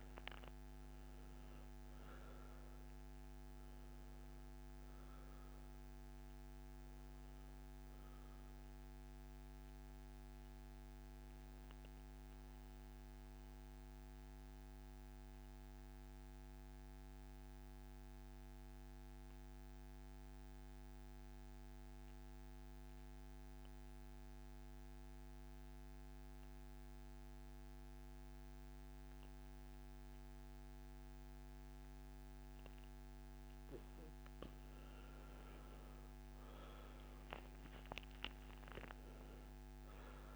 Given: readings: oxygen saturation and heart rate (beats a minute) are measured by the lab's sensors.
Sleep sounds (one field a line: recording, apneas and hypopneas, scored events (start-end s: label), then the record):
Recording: breathing in sleep, hard to hear, by a microphone on the trachea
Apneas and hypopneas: 1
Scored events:
0.00-17.50 s: oxygen desaturation (device-marked, oxygen 82% lowest, heart rate 60 extreme)
11.00-33.00 s: obstructive apnea (oxygen 99% before, 81% lowest, heart rate 73 before, 60 extreme, up 14 after)
29.50-40.36 s: oxygen desaturation (device-marked, oxygen 98% before, 81% lowest, heart rate 65 before, 63 extreme)
35.50-39.50 s: arousal
From the record:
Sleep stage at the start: N2 (light sleep)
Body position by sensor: on the back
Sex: male